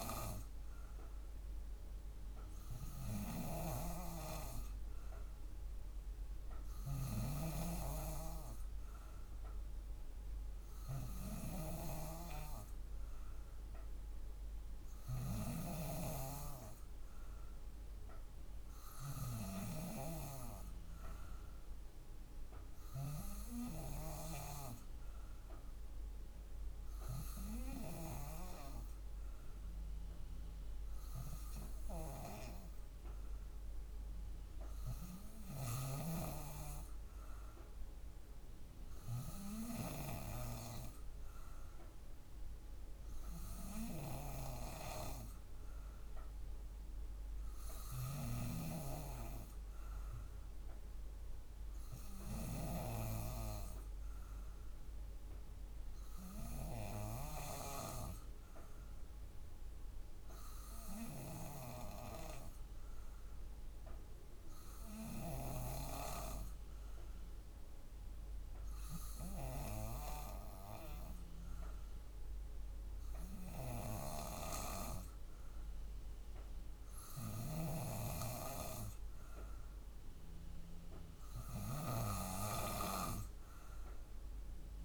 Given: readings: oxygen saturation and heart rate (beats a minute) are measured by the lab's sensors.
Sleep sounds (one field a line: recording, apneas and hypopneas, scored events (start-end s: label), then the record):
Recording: breathing in sleep by a room microphone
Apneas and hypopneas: none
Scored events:
none scored
From the record:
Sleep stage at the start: N2 (light sleep)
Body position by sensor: on the back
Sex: female